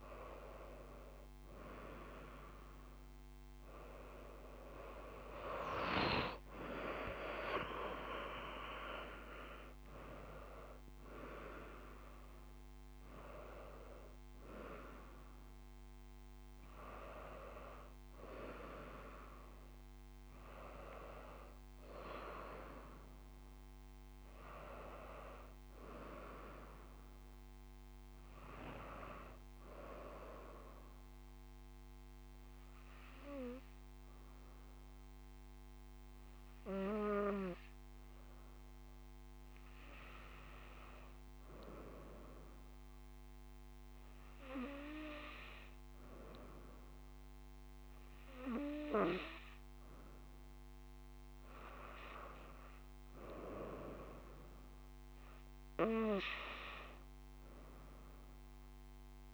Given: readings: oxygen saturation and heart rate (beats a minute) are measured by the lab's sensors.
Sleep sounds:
a person partly awake in a sleep study, by a microphone on the trachea; 1
12.00-59.34 s: new sleep stage, N2 (light sleep)
29.50-40.50 s: obstructive apnea (oxygen 98% before, 94% lowest, heart rate 81 before, 69 extreme, up 4 after)
43.50-48.50 s: arousal
From the record:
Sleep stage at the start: awake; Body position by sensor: on the front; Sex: female

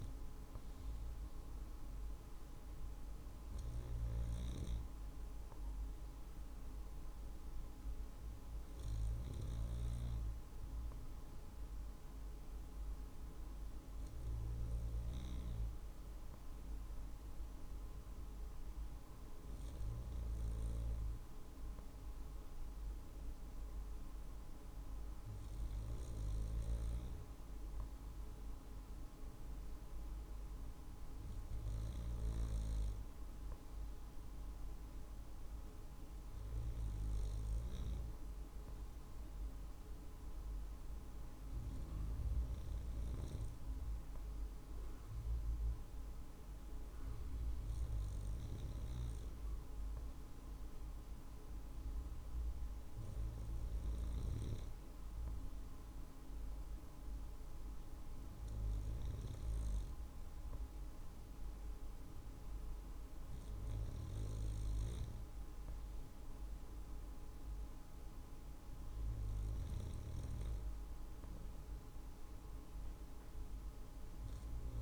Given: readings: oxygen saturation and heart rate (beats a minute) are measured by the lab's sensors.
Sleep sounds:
breathing in sleep, hard to hear, by a room microphone; none
none scored
From the record:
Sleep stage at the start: N2 (light sleep); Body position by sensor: on the right side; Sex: male

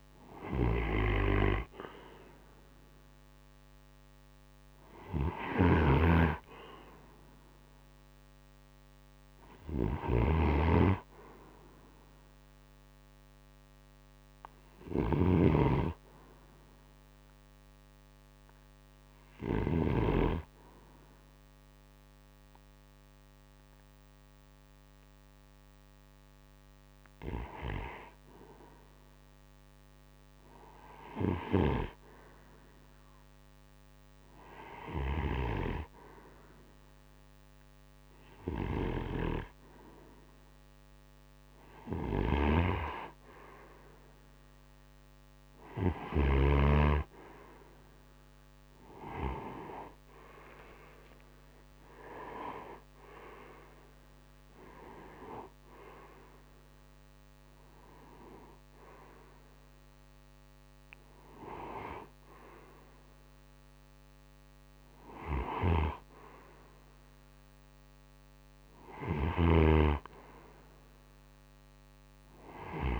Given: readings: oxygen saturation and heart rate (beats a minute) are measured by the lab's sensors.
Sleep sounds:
breathing in sleep by a microphone on the trachea; 1
0.00-19.00 s: snoring (device-marked)
19.00-34.00 s: hypopnea (oxygen 94% before, 90% lowest, heart rate 56 before, 30 extreme, up 37 after)
35.50-73.00 s: new sleep stage, N1 (lightest sleep)
41.00-45.50 s: snoring (device-marked)
48.50-54.00 s: arousal
48.50-62.50 s: oxygen desaturation (device-marked, oxygen 94% before, 90% lowest, heart rate 53 before, 50 extreme)
64.50-68.50 s: snoring (device-marked)
From the record:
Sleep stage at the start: N2 (light sleep); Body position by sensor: on the right side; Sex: male

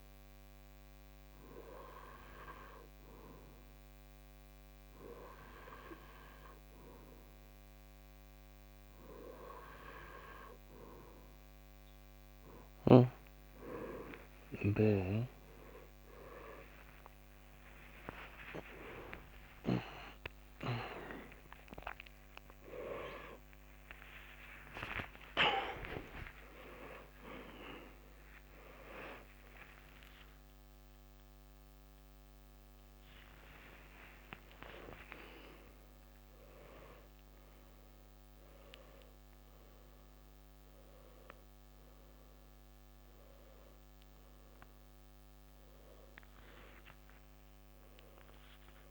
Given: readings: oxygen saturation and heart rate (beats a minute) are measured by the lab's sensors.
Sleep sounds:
a person partly awake in a sleep study, by a microphone on the trachea; none
26.00-48.90 s: new sleep stage, awake
From the record:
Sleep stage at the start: N2 (light sleep); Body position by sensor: on the back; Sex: male

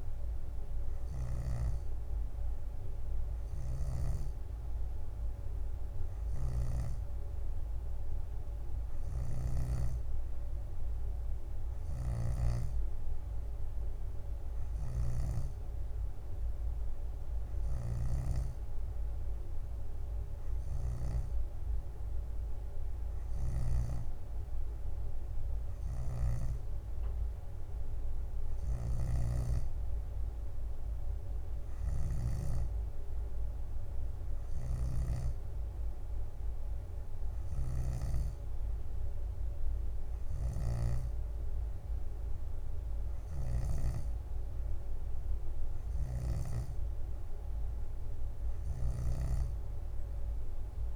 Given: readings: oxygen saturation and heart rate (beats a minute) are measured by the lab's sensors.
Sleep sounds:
breathing in sleep by a room microphone; none
1.00-7.00 s: snoring (device-marked)
1.50-12.50 s: drop in pulse transit time (device-marked, heart rate 64 before, 62 extreme)
8.50-10.50 s: leg movement (device-marked)
9.00-15.50 s: snoring (device-marked)
17.50-19.00 s: leg movement (device-marked)
17.50-24.00 s: snoring (device-marked)
28.50-32.50 s: snoring (device-marked)
34.50-44.00 s: snoring (device-marked)
37.00-39.00 s: leg movement (device-marked)
43.00-45.50 s: leg movement (device-marked)
48.50-50.95 s: snoring (device-marked)
From the record:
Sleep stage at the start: N2 (light sleep); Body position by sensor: on the back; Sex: female

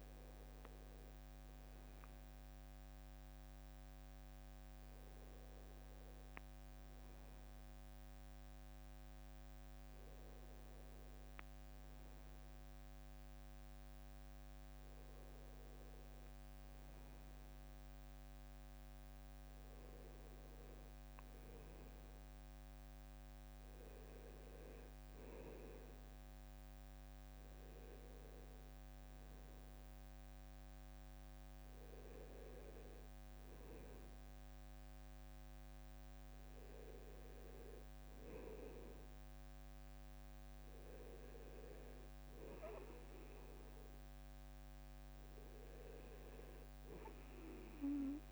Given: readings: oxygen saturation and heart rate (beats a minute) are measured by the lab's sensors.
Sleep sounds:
a person partly awake in a sleep study, by a microphone on the trachea; none
0.00-1.50 s: drop in pulse transit time (device-marked, heart rate 74 extreme)
14.50-48.32 s: new sleep stage, N2 (light sleep)
From the record:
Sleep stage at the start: awake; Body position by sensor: on the back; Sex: male

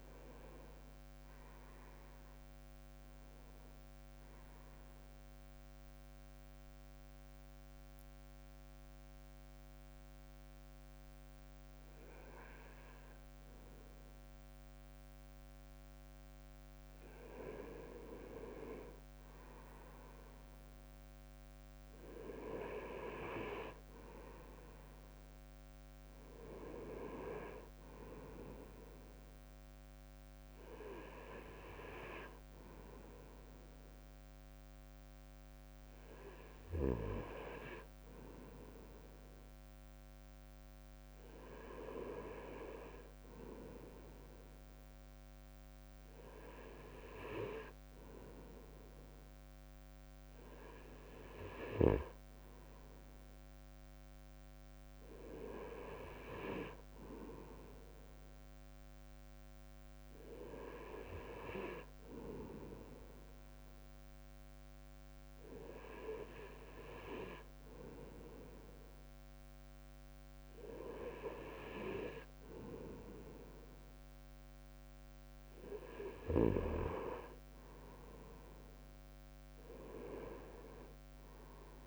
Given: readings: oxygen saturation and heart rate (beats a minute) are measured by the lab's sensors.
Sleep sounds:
breathing in sleep by a microphone on the trachea; 1
5.00-81.87 s: new sleep stage, N2 (light sleep)
5.50-17.50 s: mixed apnea (oxygen 96% before, 96% lowest, heart rate 68 before, 54 extreme, up 7 after)
20.00-24.50 s: arousal
80.50-81.87 s: arousal
From the record:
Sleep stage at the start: N1 (lightest sleep); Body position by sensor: on the right side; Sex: male

